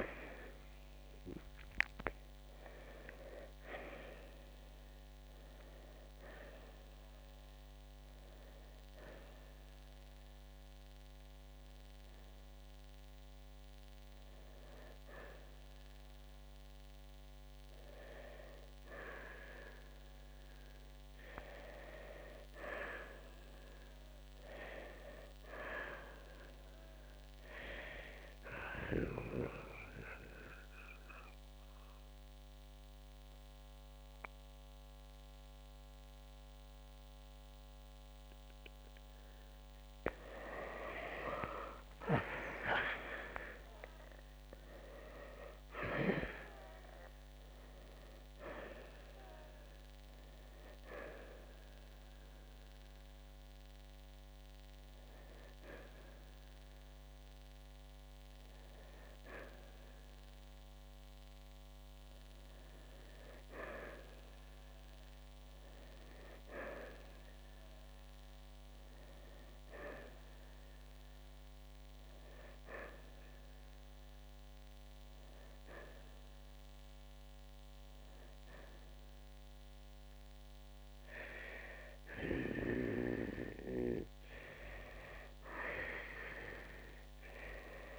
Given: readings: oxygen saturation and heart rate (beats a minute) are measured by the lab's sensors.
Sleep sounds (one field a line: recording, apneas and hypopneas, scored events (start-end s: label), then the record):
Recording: breathing in sleep by a microphone on the trachea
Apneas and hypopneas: 3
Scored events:
0.00-2.00 s: arousal
6.00-17.50 s: hypopnea (oxygen 92% before, 86% lowest, heart rate 64 before, 50 extreme, up 1 after)
19.00-34.00 s: oxygen desaturation (device-marked, oxygen 91% before, 86% lowest, heart rate 64 before, 50 extreme)
22.00-25.50 s: arousal
29.50-40.50 s: central apnea (oxygen 91% before, 87% lowest, heart rate 61 before, 50 extreme, up 17 after)
43.00-47.50 s: arousal
69.00-78.00 s: oxygen desaturation (device-marked, oxygen 91% before, 87% lowest, heart rate 66 before, 58 extreme)
70.50-81.50 s: hypopnea (oxygen 91% before, 85% lowest, heart rate 66 before, 58 extreme, up 3 after)
85.00-87.99 s: arousal
From the record:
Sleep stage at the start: N2 (light sleep)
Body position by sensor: on the right side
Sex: male